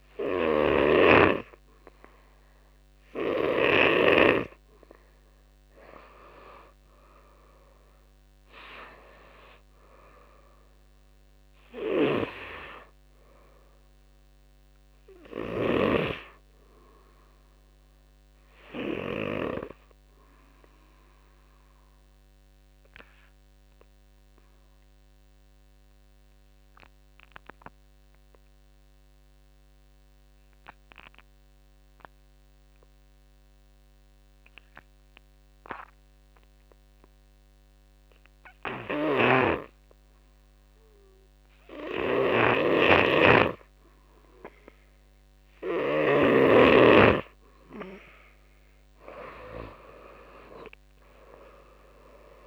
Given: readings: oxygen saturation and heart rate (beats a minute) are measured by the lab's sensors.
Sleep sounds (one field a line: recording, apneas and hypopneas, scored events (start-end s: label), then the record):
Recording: breathing in sleep by a microphone on the trachea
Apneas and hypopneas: 1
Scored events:
0.00-12.50 s: oxygen desaturation (device-marked, oxygen 87% lowest, heart rate 48 extreme)
5.50-24.50 s: drop in pulse transit time (device-marked, heart rate 55 before, 50 extreme)
20.50-43.00 s: obstructive apnea (oxygen 94% before, 83% lowest, heart rate 64 before, 45 extreme, up 13 after)
38.50-52.47 s: oxygen desaturation (device-marked, oxygen 99% before, 83% lowest, heart rate 52 before, 44 extreme)
41.50-46.00 s: snoring (device-marked)
49.00-52.47 s: arousal
49.50-52.47 s: drop in pulse transit time (device-marked, heart rate 54 before, 48 extreme)
From the record:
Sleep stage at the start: N2 (light sleep)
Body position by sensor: on the back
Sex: male